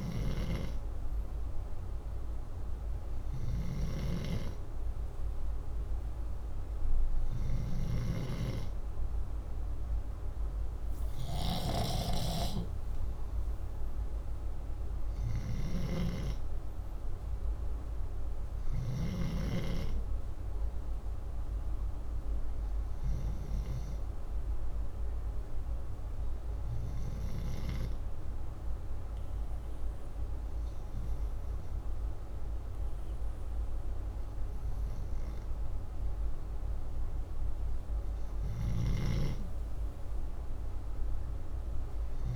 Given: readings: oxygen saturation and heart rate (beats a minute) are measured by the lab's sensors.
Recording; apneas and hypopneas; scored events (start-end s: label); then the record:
breathing in sleep by a room microphone; 1
0.00-1.00 s: oxygen desaturation (device-marked, oxygen 93% lowest, heart rate 62 extreme)
0.00-19.00 s: snoring (device-marked)
26.00-38.00 s: obstructive apnea (oxygen 95% before, 92% lowest, heart rate 64 before, 61 extreme, up 5 after)
38.50-42.36 s: snoring (device-marked)
40.00-42.36 s: arousal
From the record:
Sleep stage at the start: N2 (light sleep); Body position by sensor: upright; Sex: male